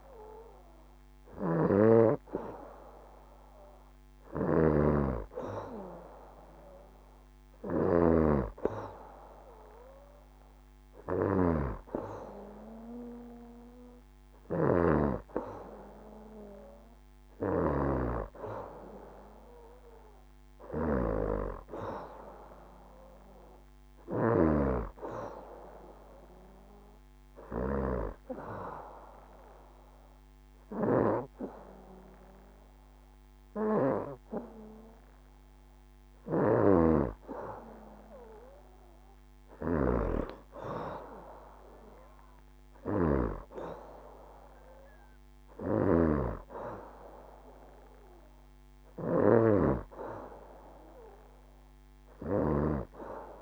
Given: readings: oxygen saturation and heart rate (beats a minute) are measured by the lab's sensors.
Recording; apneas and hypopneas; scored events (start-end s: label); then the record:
breathing in sleep by a microphone on the trachea; 1
0.00-24.00 s: snoring (device-marked)
20.50-24.50 s: arousal
27.50-38.50 s: hypopnea (oxygen 93% before, 90% lowest, heart rate 70 before, 68 extreme, up 4 after)
35.50-53.42 s: snoring (device-marked)
40.50-43.50 s: arousal
47.00-53.42 s: oxygen desaturation (device-marked, oxygen 93% before, 90% lowest, heart rate 69 before, 68 extreme)
From the record:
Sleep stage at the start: N2 (light sleep); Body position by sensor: on the back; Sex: female